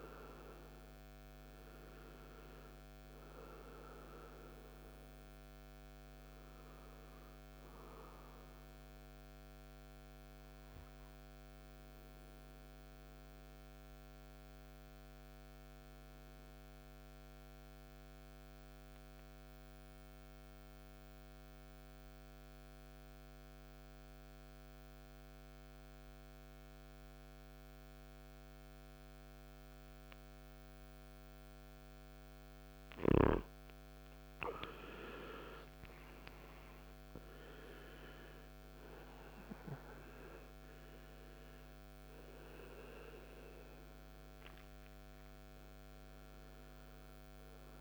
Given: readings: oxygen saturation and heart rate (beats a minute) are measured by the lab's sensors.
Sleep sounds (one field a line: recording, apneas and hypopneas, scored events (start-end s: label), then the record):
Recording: breathing in sleep, hard to hear, by a microphone on the trachea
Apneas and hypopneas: 1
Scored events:
0.00-4.00 s: arousal
8.00-21.00 s: oxygen desaturation (device-marked, oxygen 98% before, 94% lowest, heart rate 59 before, 57 extreme)
16.00-31.00 s: mixed apnea (oxygen 98% before, 90% lowest, heart rate 61 before, 56 extreme, up 11 after)
32.00-47.81 s: oxygen desaturation (device-marked, oxygen 98% before, 90% lowest, heart rate 60 before, 52 extreme)
34.50-39.00 s: arousal
From the record:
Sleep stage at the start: N2 (light sleep)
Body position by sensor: on the right side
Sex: male